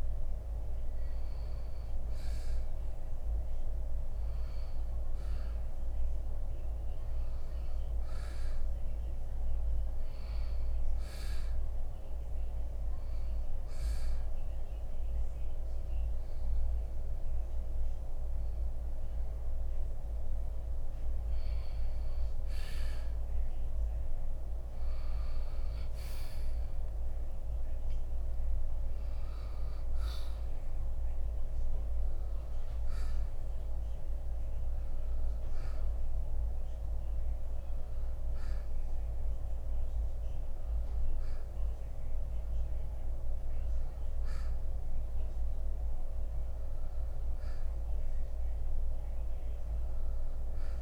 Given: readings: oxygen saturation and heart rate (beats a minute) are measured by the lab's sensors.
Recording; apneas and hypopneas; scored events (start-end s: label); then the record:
breathing in sleep, hard to hear, by a room microphone; none
26.50-31.00 s: arousal
44.50-50.81 s: oxygen desaturation (device-marked, oxygen 90% before, 86% lowest, heart rate 63 before, 60 extreme)
From the record:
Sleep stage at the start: N1 (lightest sleep); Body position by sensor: on the right side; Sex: male